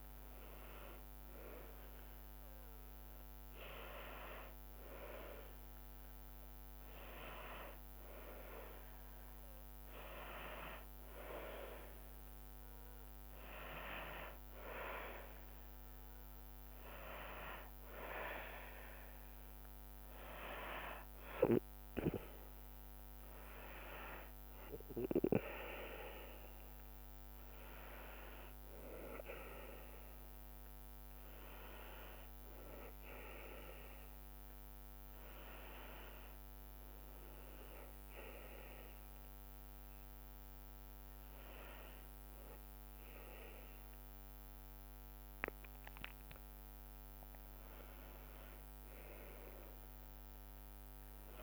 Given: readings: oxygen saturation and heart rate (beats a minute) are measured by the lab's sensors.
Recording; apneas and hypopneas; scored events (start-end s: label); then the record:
breathing in sleep by a microphone on the trachea; none
24.00-36.00 s: drop in pulse transit time (device-marked, heart rate 75 before, 73 extreme)
From the record:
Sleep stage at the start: N2 (light sleep); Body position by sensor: on the back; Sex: female